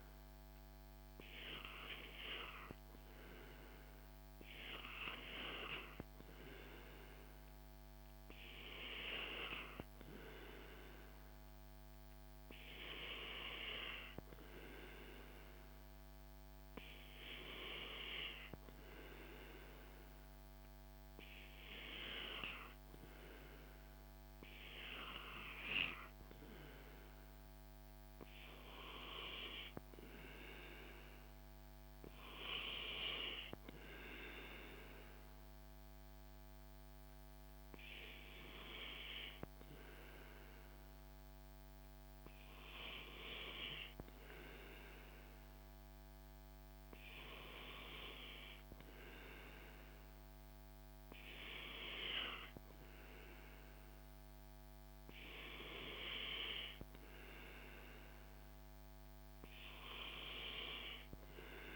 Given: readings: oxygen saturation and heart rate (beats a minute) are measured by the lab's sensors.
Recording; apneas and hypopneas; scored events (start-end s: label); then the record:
breathing in sleep by a microphone on the trachea; none
none scored
From the record:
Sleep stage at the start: N2 (light sleep); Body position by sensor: on the back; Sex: male